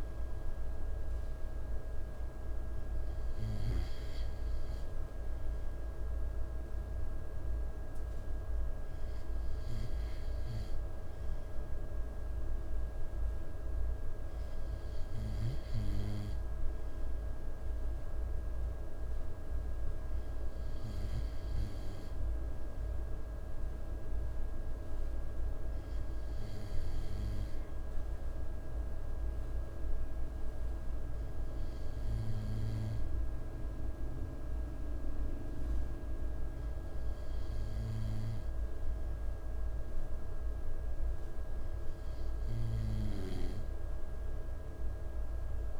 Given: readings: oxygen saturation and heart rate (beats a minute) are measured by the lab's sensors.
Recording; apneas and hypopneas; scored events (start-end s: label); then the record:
breathing in sleep, hard to hear, by a room microphone; none
none scored
From the record:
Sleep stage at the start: N2 (light sleep); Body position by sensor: on the right side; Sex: male